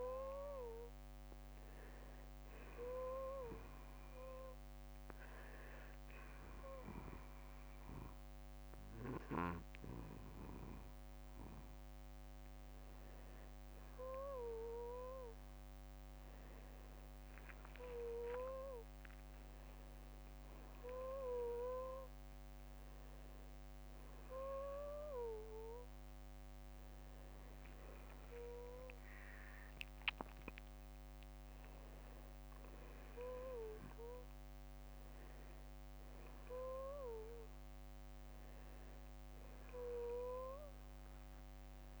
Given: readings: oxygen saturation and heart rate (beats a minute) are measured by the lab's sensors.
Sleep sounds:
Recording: breathing in sleep by a microphone on the trachea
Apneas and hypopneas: 1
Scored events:
3.00-13.50 s: obstructive apnea (oxygen 94% before, 92% lowest, heart rate 62 before, 47 extreme, up 16 after)
11.00-41.00 s: new sleep stage, N1 (lightest sleep)
18.00-22.50 s: arousal
22.50-24.50 s: long interval between heartbeats (device-marked, heart rate 59 before, 57 extreme)
25.00-27.00 s: long interval between heartbeats (device-marked, heart rate 58 before, 51 extreme)
40.00-42.00 s: long interval between heartbeats (device-marked, heart rate 60 before, 66 extreme)
41.00-42.00 s: new sleep stage, N2 (light sleep)
From the record:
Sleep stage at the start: N2 (light sleep)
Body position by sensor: on the back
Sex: male

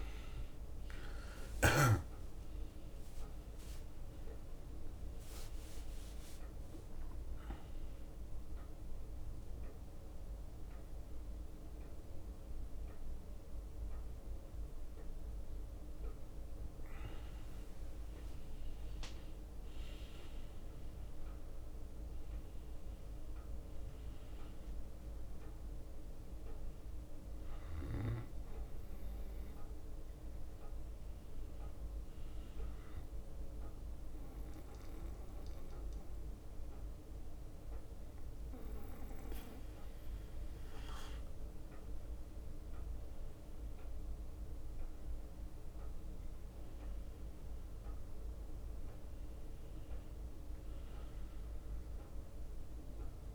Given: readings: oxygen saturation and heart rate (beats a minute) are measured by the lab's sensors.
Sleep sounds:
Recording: breathing in sleep, hard to hear, by a room microphone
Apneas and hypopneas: 2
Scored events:
0.00-21.00 s: drop in pulse transit time (device-marked, heart rate 64 extreme)
0.50-2.50 s: long interval between heartbeats (device-marked, heart rate 84 before, 74 extreme)
1.00-3.50 s: leg movement (device-marked)
1.00-5.00 s: arousal
7.50-17.50 s: central apnea (oxygen 98% before, 95% lowest, heart rate 73 before, 61 extreme, up 4 after)
10.50-18.50 s: leg movement (device-marked)
19.50-23.50 s: arousal
20.00-21.50 s: leg movement (device-marked)
22.00-53.35 s: new sleep stage, N2 (light sleep)
24.00-27.00 s: leg movement (device-marked)
30.00-31.00 s: leg movement (device-marked)
31.00-33.50 s: leg movement (device-marked)
33.00-43.50 s: hypopnea (oxygen 98% before, 95% lowest, heart rate 65 before, 62 extreme, up 4 after)
35.00-42.50 s: leg movement (device-marked)
44.50-46.00 s: leg movement (device-marked)
48.00-51.50 s: arousal
50.00-53.35 s: leg movement (device-marked)
From the record:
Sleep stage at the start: N1 (lightest sleep)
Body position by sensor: on the back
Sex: male

